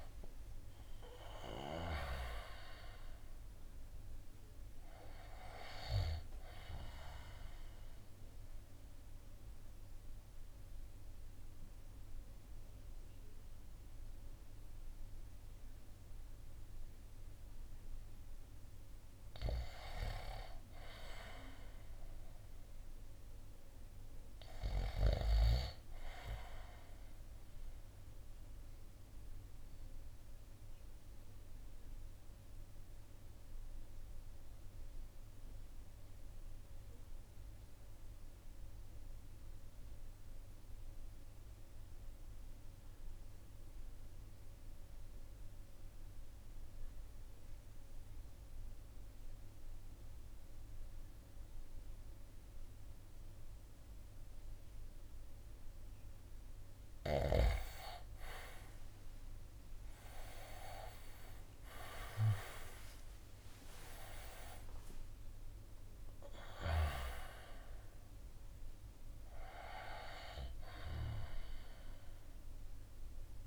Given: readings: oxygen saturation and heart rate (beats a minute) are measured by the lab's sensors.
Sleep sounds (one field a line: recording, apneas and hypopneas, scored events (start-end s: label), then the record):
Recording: breathing in sleep by a room microphone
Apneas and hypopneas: 2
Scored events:
0.00-7.00 s: drop in pulse transit time (device-marked, heart rate 57 extreme)
0.00-24.00 s: oxygen desaturation (device-marked, oxygen 88% lowest, heart rate 52 extreme)
7.00-18.50 s: mixed apnea (oxygen 96% before, 88% lowest, heart rate 61 before, 53 extreme, up 7 after)
20.50-24.00 s: arousal
28.00-55.00 s: obstructive apnea (oxygen 98% before, 83% lowest, heart rate 56 before, 50 extreme, up 15 after)
51.00-73.47 s: oxygen desaturation (device-marked, oxygen 96% before, 91% lowest, heart rate 55 before, 53 extreme)
58.50-62.00 s: arousal
62.00-73.47 s: drop in pulse transit time (device-marked, heart rate 54 before, 54 extreme)
From the record:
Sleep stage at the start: N2 (light sleep)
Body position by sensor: on the right side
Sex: male